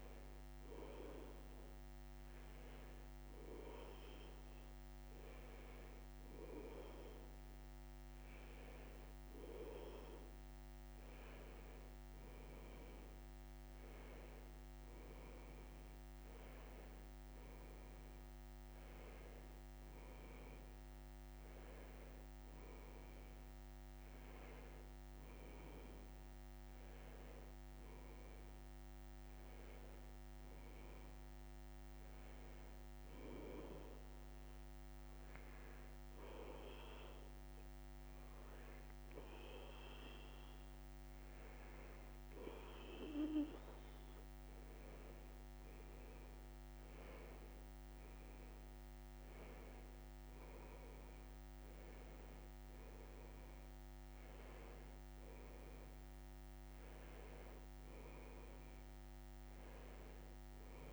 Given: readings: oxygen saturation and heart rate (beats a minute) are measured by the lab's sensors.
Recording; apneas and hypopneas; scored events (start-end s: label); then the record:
breathing in sleep by a microphone on the trachea; 1
28.00-31.50 s: arousal
33.00-43.50 s: hypopnea (oxygen 94% before, 91% lowest, heart rate 80 before, 78 extreme, up 3 after)
45.50-49.00 s: arousal
From the record:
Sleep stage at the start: N2 (light sleep); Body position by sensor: on the back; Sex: male